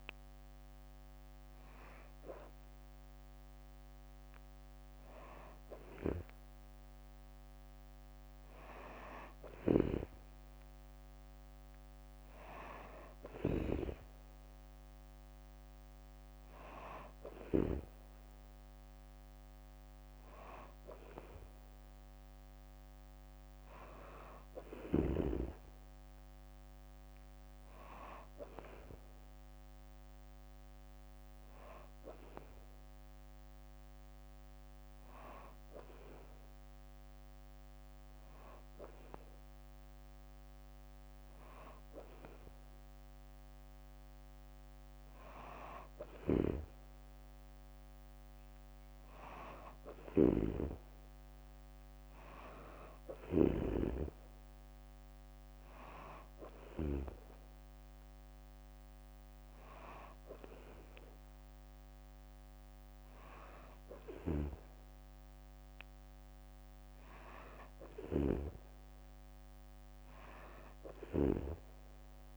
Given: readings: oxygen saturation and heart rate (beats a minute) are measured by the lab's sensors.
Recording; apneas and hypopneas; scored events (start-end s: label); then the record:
breathing in sleep by a microphone on the trachea; none
9.00-17.50 s: snoring (device-marked)
45.50-53.50 s: snoring (device-marked)
50.00-61.00 s: oxygen desaturation (device-marked, oxygen 95% before, 92% lowest, heart rate 67 before, 68 extreme)
63.50-72.37 s: snoring (device-marked)
From the record:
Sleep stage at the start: N2 (light sleep); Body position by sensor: on the back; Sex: female